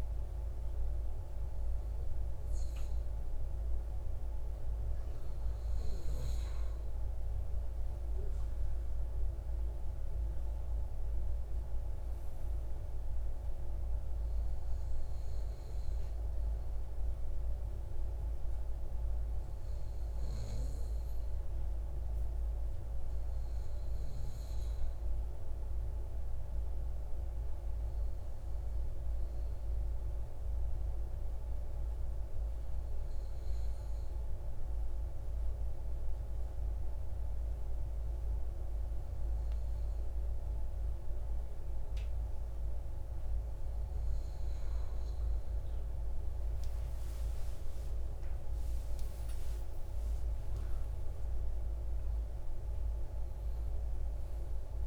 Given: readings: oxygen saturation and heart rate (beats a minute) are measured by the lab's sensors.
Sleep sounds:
breathing in sleep, hard to hear, by a room microphone; 1
0.00-1.50 s: arousal
23.50-27.50 s: arousal
29.50-42.50 s: obstructive apnea (oxygen 97% before, 94% lowest, heart rate 181 before, 146 extreme, up 48 after)
46.00-51.50 s: arousal
From the record:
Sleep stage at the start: N2 (light sleep); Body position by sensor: on the right side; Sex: male

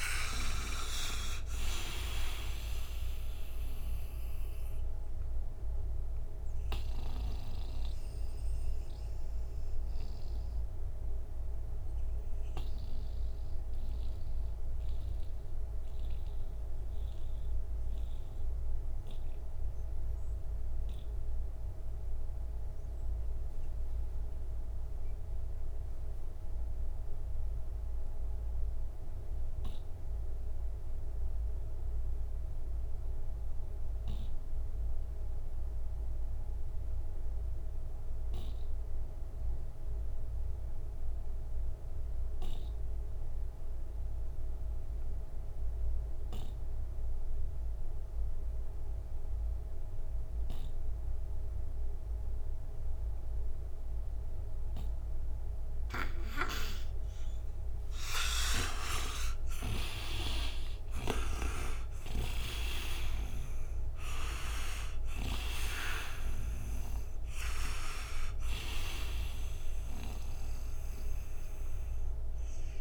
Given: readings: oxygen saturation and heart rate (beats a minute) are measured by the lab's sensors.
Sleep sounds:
breathing in sleep by a room microphone; 1
0.00-33.00 s: oxygen desaturation (device-marked, oxygen 82% lowest, heart rate 58 extreme)
5.50-56.50 s: mixed apnea (oxygen 98% before, 74% lowest, heart rate 66 before, 58 extreme, up 34 after)
39.00-72.81 s: oxygen desaturation (device-marked, oxygen 99% before, 74% lowest, heart rate 62 before, 59 extreme)
58.00-62.50 s: arousal
From the record:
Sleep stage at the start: N2 (light sleep); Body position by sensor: on the right side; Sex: male

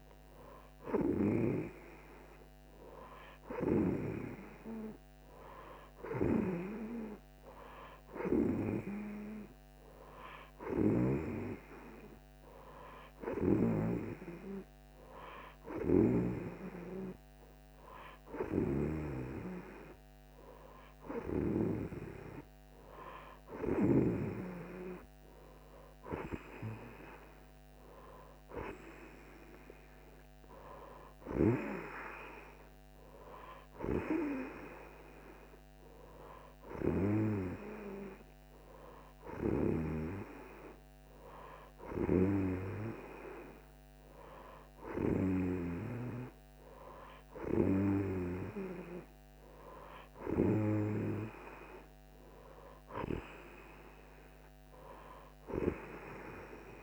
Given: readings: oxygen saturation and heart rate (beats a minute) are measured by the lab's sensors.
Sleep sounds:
breathing in sleep by a microphone on the trachea; none
none scored
From the record:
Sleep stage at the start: N2 (light sleep); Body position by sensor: on the right side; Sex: female

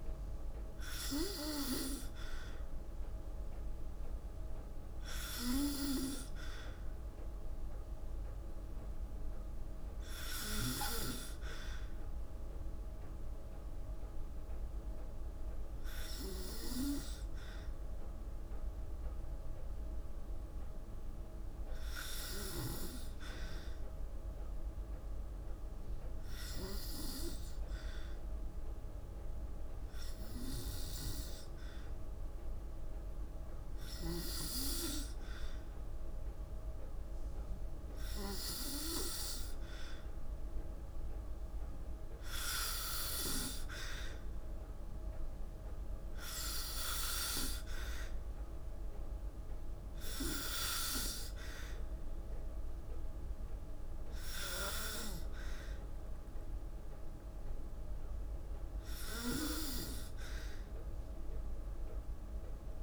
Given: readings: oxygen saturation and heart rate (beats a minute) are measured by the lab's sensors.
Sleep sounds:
breathing in sleep by a room microphone; 1
9.00-24.00 s: hypopnea (oxygen 95% before, 92% lowest, heart rate 56 before, 53 extreme, up 1 after)
28.00-32.50 s: arousal
From the record:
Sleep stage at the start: N2 (light sleep); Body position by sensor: on the back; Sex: female

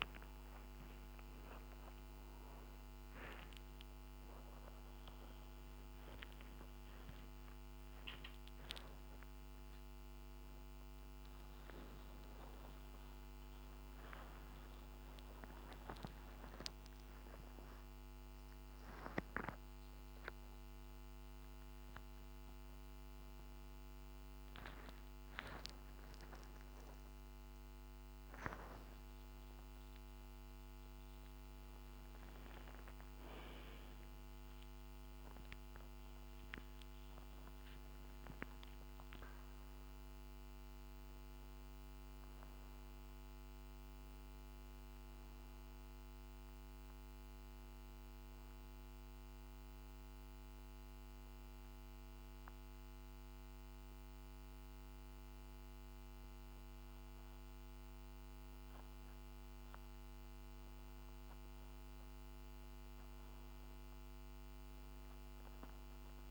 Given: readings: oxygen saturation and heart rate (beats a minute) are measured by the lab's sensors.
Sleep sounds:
a person awake in a sleep study, hard to hear, by a microphone on the trachea; none
none scored
From the record:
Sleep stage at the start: awake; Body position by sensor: upright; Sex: male

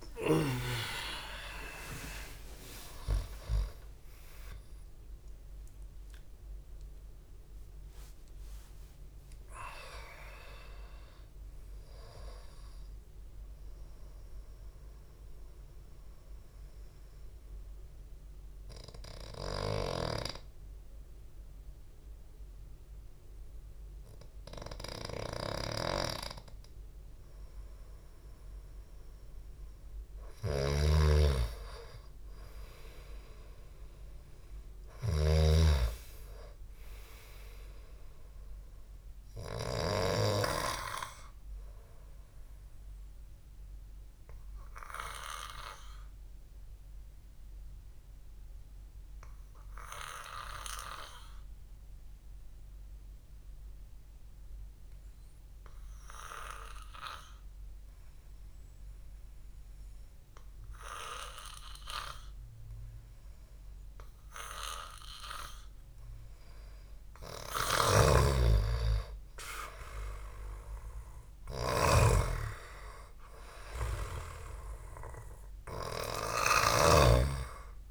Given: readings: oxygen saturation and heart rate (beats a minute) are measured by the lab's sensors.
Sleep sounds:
breathing in sleep by a room microphone; 2
0.00-3.00 s: arousal
11.50-23.50 s: oxygen desaturation (device-marked, oxygen 96% before, 91% lowest, heart rate 71 before, 53 extreme)
16.00-30.00 s: hypopnea (oxygen 96% before, 91% lowest, heart rate 77 before, 53 extreme, up 4 after)
30.50-35.50 s: snoring (device-marked)
31.50-35.00 s: arousal
35.50-57.50 s: oxygen desaturation (device-marked, oxygen 99% before, 94% lowest, heart rate 61 before, 53 extreme)
45.00-63.50 s: obstructive apnea (oxygen 99% before, 94% lowest, heart rate 57 before, 53 extreme, up 3 after)
66.00-70.50 s: arousal
68.00-77.50 s: snoring (device-marked)
From the record:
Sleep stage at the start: N2 (light sleep); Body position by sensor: on the back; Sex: male

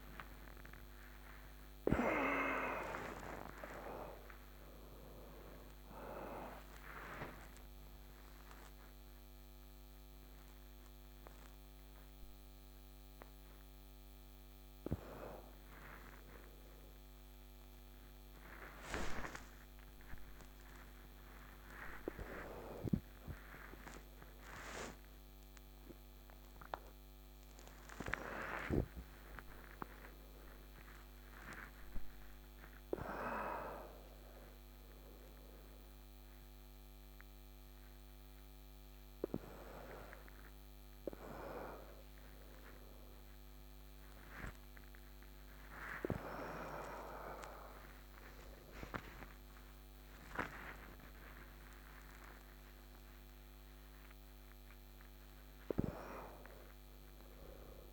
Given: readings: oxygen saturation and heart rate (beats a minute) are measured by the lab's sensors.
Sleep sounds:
a person awake in a sleep study, by a microphone on the trachea; none
0.00-13.50 s: oxygen desaturation (device-marked, oxygen 85% lowest, heart rate 63 extreme)
From the record:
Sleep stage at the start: awake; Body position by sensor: on the back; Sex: male

